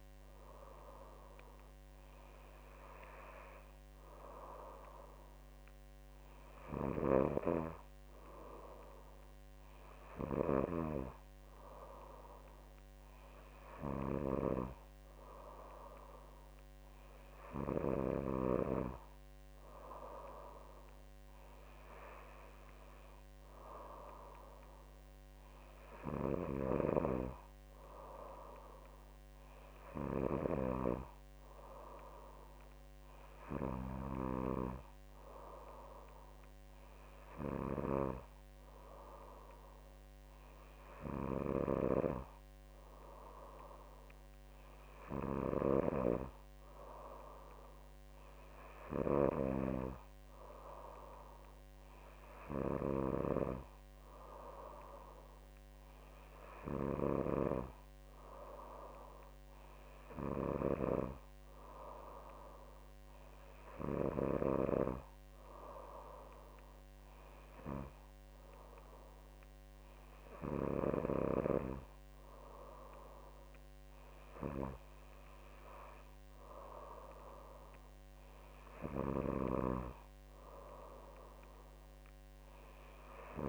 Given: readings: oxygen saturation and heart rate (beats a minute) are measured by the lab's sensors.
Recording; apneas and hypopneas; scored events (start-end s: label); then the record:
breathing in sleep by a microphone on the trachea; none
52.50-83.49 s: new sleep stage, N3 (deep sleep)
From the record:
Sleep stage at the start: N2 (light sleep); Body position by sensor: on the back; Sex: female